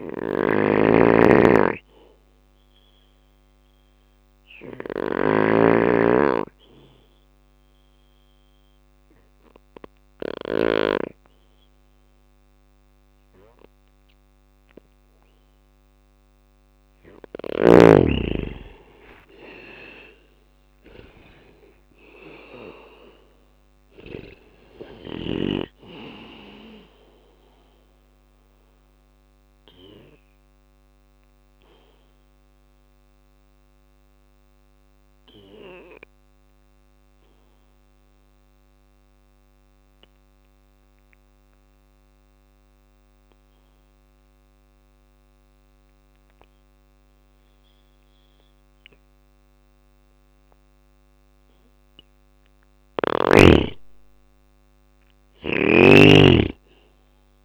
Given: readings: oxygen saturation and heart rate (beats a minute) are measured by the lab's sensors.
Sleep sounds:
breathing in sleep by a microphone on the trachea; 2
0.00-1.50 s: bradycardia (device-marked, heart rate 58 extreme)
0.00-9.50 s: snoring (device-marked)
0.50-15.50 s: obstructive apnea (oxygen 98% before, 88% lowest, heart rate 61 before, 55 extreme, up 26 after)
2.50-5.50 s: bradycardia (device-marked, heart rate 61 before, 59 extreme)
6.50-14.50 s: bradycardia (device-marked, heart rate 61 before, 59 extreme)
17.50-21.50 s: arousal
19.50-35.50 s: drop in pulse transit time (device-marked, heart rate 59 before, 55 extreme)
20.00-22.00 s: long interval between heartbeats (device-marked, heart rate 59 before, 80 extreme)
22.50-47.50 s: oxygen desaturation (device-marked, oxygen 97% before, 92% lowest, heart rate 63 before, 55 extreme)
24.50-34.50 s: bradycardia (device-marked, heart rate 61 before, 55 extreme)
28.00-51.00 s: obstructive apnea (oxygen 97% before, 88% lowest, heart rate 67 before, 56 extreme, up 6 after)
44.50-54.50 s: bradycardia (device-marked, heart rate 61 before, 58 extreme)
54.50-57.45 s: arousal
54.50-57.45 s: snoring (device-marked)
55.50-57.45 s: drop in pulse transit time (device-marked, heart rate 59 before, 58 extreme)
From the record:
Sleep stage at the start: N2 (light sleep); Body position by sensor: on the back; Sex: male

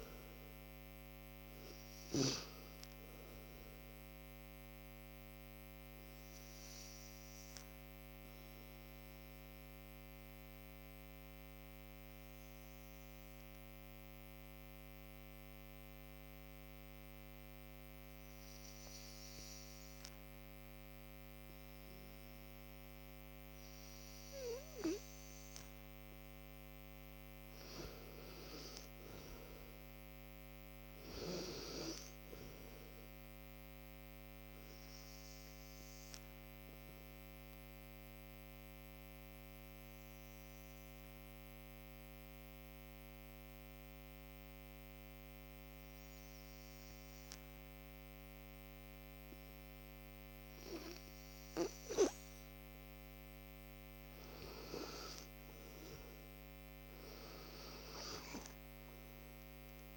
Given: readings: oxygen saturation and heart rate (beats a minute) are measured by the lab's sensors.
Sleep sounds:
breathing in sleep by a microphone on the trachea; 2
5.00-25.00 s: obstructive apnea (oxygen 94% before, 87% lowest, heart rate 69 before, 55 extreme, up 21 after)
6.00-20.00 s: oxygen desaturation (device-marked, oxygen 94% before, 87% lowest, heart rate 69 before, 55 extreme)
27.00-29.50 s: arousal
29.00-50.00 s: oxygen desaturation (device-marked, oxygen 98% before, 87% lowest, heart rate 57 before, 58 extreme)
33.50-51.50 s: obstructive apnea (oxygen 98% before, 87% lowest, heart rate 60 before, 59 extreme, up 20 after)
53.50-56.50 s: arousal
57.00-59.97 s: oxygen desaturation (device-marked, oxygen 96% before, 87% lowest, heart rate 62 before, 56 extreme)
From the record:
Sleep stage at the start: N2 (light sleep); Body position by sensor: on the right side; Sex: male

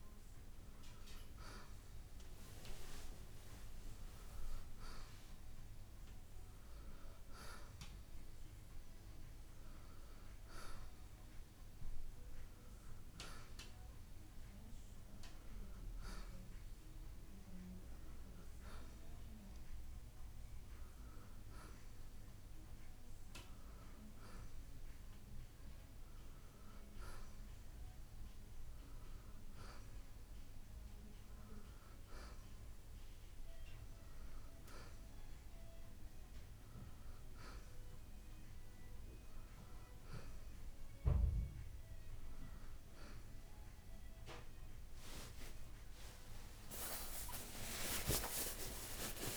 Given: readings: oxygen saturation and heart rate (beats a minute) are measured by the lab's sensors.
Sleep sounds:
breathing in sleep by a room microphone; none
0.00-7.00 s: oxygen desaturation (device-marked, oxygen 90% lowest, heart rate 67 extreme)
46.50-49.37 s: arousal
From the record:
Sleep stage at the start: N1 (lightest sleep); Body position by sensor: on the right side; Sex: male

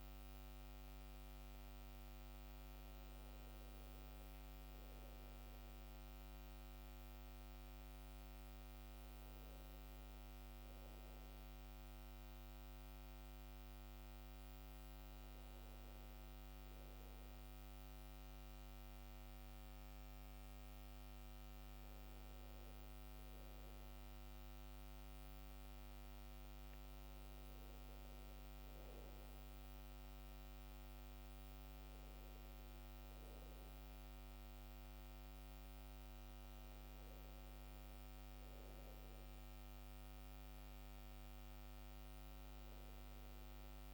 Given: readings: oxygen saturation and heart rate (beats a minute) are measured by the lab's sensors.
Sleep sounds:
a person awake in a sleep study, hard to hear, by a microphone on the trachea; none
none scored
From the record:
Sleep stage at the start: awake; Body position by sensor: on the back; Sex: male

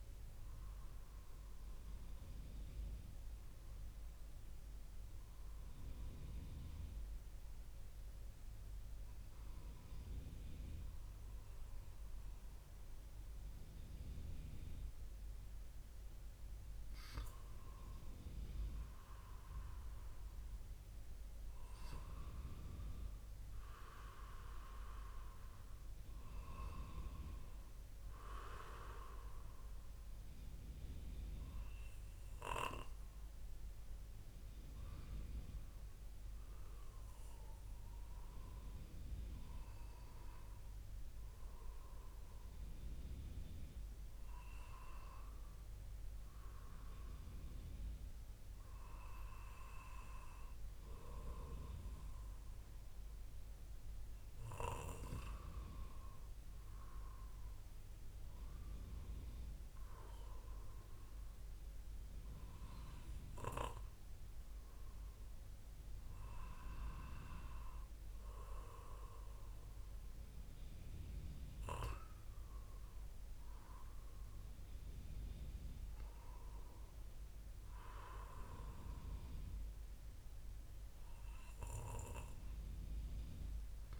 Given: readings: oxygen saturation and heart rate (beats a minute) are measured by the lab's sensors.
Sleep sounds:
breathing in sleep by a room microphone; none
31.00-84.00 s: new sleep stage, N2 (light sleep)
From the record:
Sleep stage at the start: N1 (lightest sleep); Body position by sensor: on the back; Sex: male

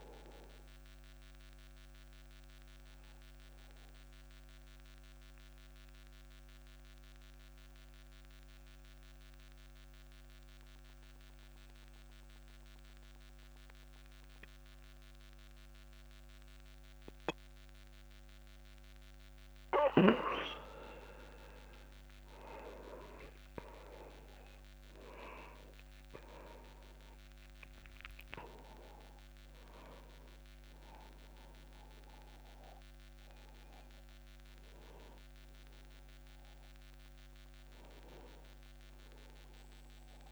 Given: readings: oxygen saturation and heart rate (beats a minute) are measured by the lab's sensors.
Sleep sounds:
breathing in sleep by a microphone on the trachea; 1
0.50-20.00 s: obstructive apnea (oxygen 99% before, 91% lowest)
16.50-40.31 s: oxygen desaturation (device-marked, oxygen 98% before, 91% lowest)
22.00-25.50 s: arousal
From the record:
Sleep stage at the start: N2 (light sleep); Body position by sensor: on the back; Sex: male

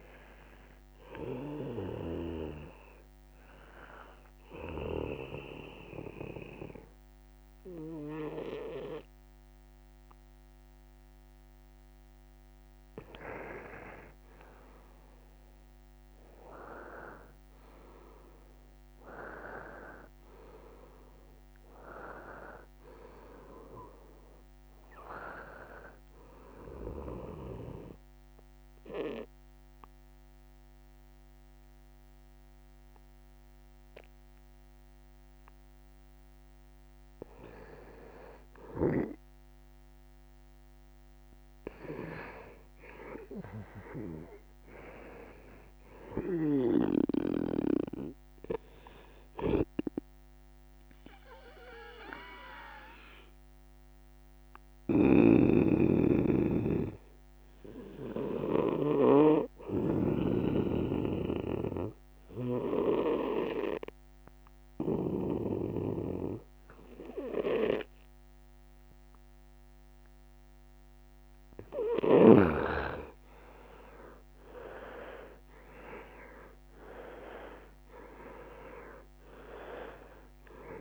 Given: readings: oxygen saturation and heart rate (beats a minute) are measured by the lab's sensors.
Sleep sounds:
breathing in sleep by a microphone on the trachea; 3
3.50-13.50 s: obstructive apnea (oxygen 97% before, 92% lowest, heart rate 73 before, 70 extreme, up 1 after)
15.50-20.00 s: arousal
22.00-41.00 s: oxygen desaturation (device-marked, oxygen 97% before, 92% lowest, heart rate 71 before, 71 extreme)
26.50-37.00 s: obstructive apnea (oxygen 97% before, 90% lowest, heart rate 72 before, 71 extreme, up 2 after)
41.50-46.00 s: arousal
47.00-65.00 s: oxygen desaturation (device-marked, oxygen 97% before, 92% lowest, heart rate 72 before, 69 extreme)
50.00-70.00 s: obstructive apnea (oxygen 97% before, 90% lowest, heart rate 74 before, 69 extreme, up 10 after)
54.50-59.00 s: snoring (device-marked)
73.00-80.81 s: oxygen desaturation (device-marked, oxygen 97% before, 90% lowest, heart rate 155 before, 69 extreme)
73.50-79.00 s: arousal
From the record:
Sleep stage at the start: N2 (light sleep); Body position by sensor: on the right side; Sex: male

